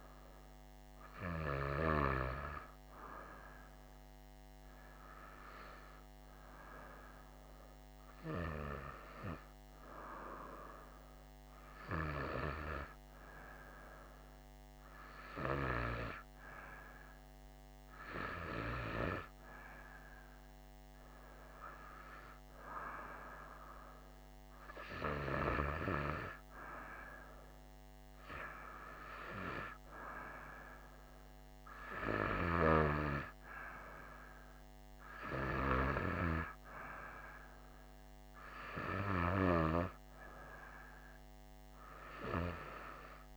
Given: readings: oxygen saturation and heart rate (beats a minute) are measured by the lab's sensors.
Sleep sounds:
a person partly awake in a sleep study, by a microphone on the trachea; none
10.00-43.37 s: new sleep stage, N1 (lightest sleep)
From the record:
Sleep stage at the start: awake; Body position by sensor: on the right side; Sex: female

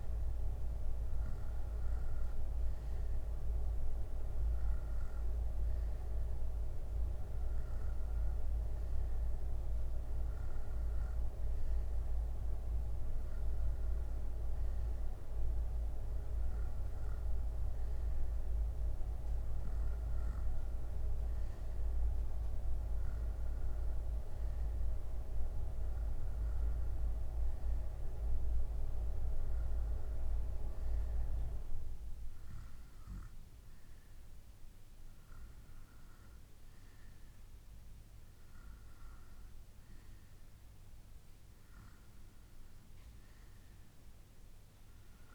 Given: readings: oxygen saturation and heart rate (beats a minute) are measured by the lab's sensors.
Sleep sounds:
breathing in sleep by a room microphone; none
none scored
From the record:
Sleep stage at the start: N2 (light sleep); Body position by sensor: on the right side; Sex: male

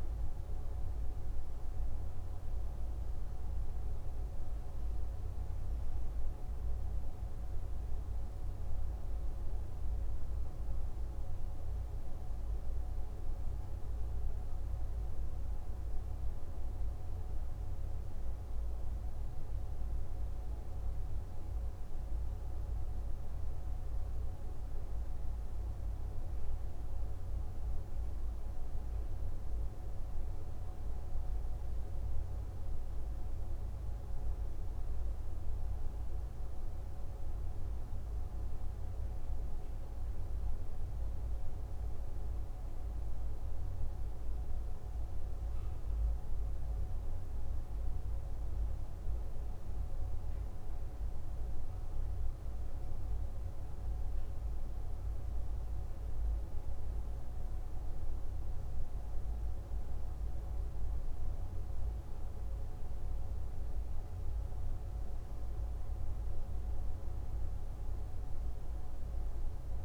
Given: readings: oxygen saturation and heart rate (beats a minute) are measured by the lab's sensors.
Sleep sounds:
breathing in sleep, hard to hear, by a room microphone; none
none scored
From the record:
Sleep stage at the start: N2 (light sleep); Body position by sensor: on the left side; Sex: male

